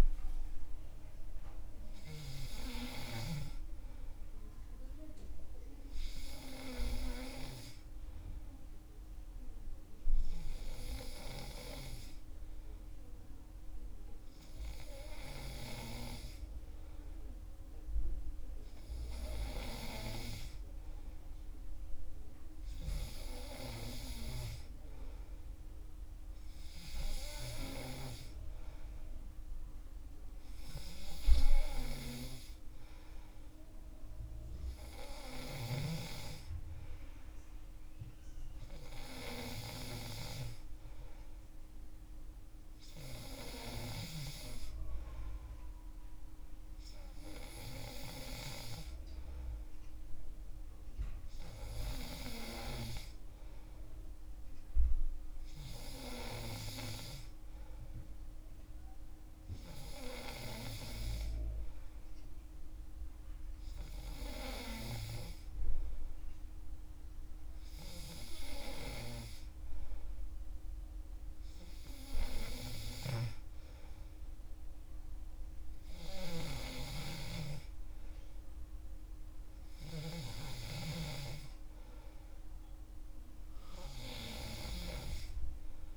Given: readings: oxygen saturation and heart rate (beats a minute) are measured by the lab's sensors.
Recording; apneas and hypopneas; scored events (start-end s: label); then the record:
breathing in sleep by a room microphone; none
none scored
From the record:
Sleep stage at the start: N3 (deep sleep); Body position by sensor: on the back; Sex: male